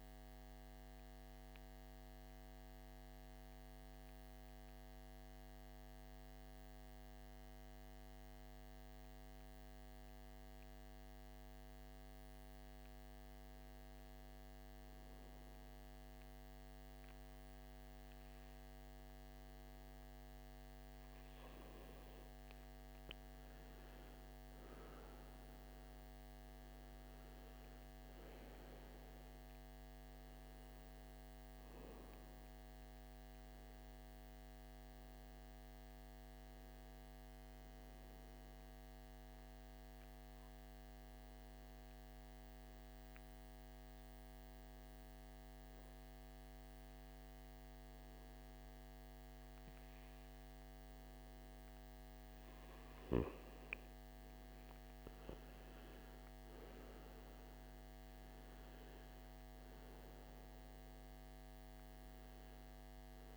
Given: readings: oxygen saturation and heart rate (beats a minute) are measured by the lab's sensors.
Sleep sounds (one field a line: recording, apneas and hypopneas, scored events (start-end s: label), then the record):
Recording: breathing in sleep, hard to hear, by a microphone on the trachea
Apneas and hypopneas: 2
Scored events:
0.00-7.50 s: oxygen desaturation (device-marked, oxygen 87% lowest, heart rate 53 extreme)
0.50-19.50 s: obstructive apnea (oxygen 96% before, 88% lowest, heart rate 66 before, 53 extreme, up 11 after)
22.00-27.00 s: arousal
22.50-44.50 s: oxygen desaturation (device-marked, oxygen 98% before, 91% lowest, heart rate 55 before, 55 extreme)
38.00-50.50 s: obstructive apnea (oxygen 98% before, 88% lowest, heart rate 61 before, 55 extreme, up 11 after)
53.50-57.50 s: arousal
55.50-63.37 s: oxygen desaturation (device-marked, oxygen 97% before, 91% lowest, heart rate 57 before, 55 extreme)
From the record:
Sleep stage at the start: N2 (light sleep)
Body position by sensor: on the back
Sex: male